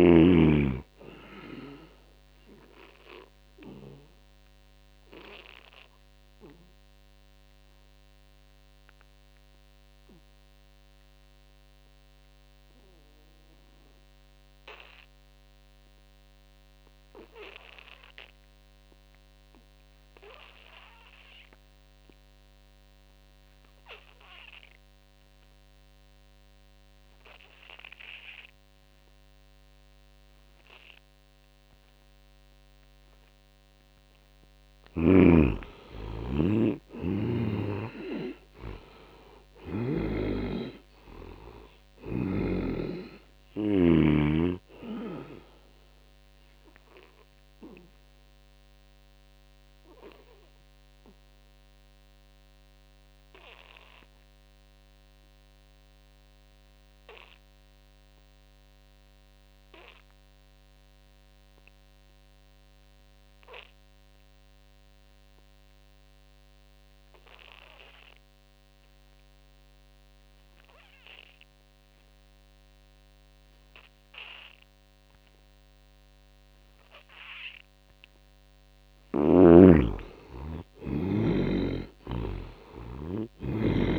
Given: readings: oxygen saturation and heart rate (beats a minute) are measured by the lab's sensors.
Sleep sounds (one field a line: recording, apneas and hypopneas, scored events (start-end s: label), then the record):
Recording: breathing in sleep by a microphone on the trachea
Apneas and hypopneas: 2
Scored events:
0.00-13.50 s: oxygen desaturation (device-marked, oxygen 72% lowest, heart rate 61 extreme)
3.00-34.50 s: obstructive apnea (oxygen 98% before, 72% lowest, heart rate 72 before, 61 extreme, up 16 after)
20.50-56.50 s: oxygen desaturation (device-marked, oxygen 98% before, 73% lowest, heart rate 80 before, 61 extreme)
34.50-39.50 s: snoring (device-marked)
36.00-39.50 s: arousal
45.00-77.00 s: obstructive apnea (oxygen 98% before, 72% lowest, heart rate 71 before, 62 extreme, up 5 after)
64.50-83.99 s: oxygen desaturation (device-marked, oxygen 98% before, 72% lowest, heart rate 78 before, 62 extreme)
79.00-83.00 s: arousal
From the record:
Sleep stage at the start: N2 (light sleep)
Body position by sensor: on the back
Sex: male